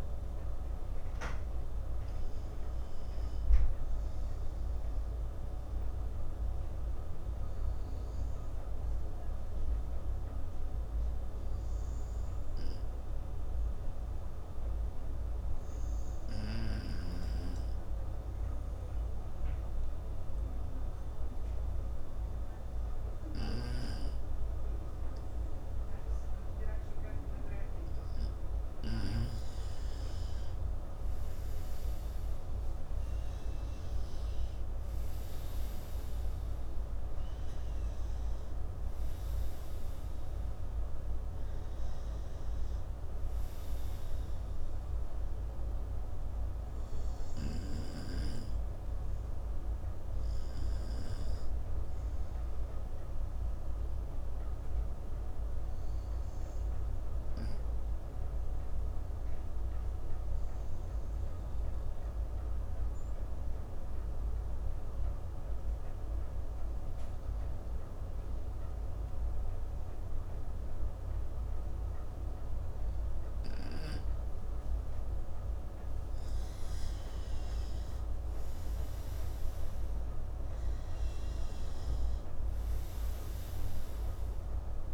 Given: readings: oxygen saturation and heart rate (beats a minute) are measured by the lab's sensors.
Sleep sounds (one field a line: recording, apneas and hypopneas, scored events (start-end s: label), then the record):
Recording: breathing in sleep, hard to hear, by a room microphone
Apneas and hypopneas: 2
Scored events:
0.00-13.00 s: oxygen desaturation (device-marked, oxygen 87% lowest, heart rate 61 extreme)
7.50-27.50 s: obstructive apnea (oxygen 95% before, 87% lowest, heart rate 66 before, 64 extreme, up 7 after)
29.50-33.50 s: arousal
37.00-64.00 s: oxygen desaturation (device-marked, oxygen 96% before, 91% lowest, heart rate 68 before, 63 extreme)
53.50-75.50 s: obstructive apnea (oxygen 96% before, 90% lowest, heart rate 69 before, 63 extreme, up 5 after)
76.50-80.00 s: arousal
From the record:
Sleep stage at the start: N2 (light sleep)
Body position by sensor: on the right side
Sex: male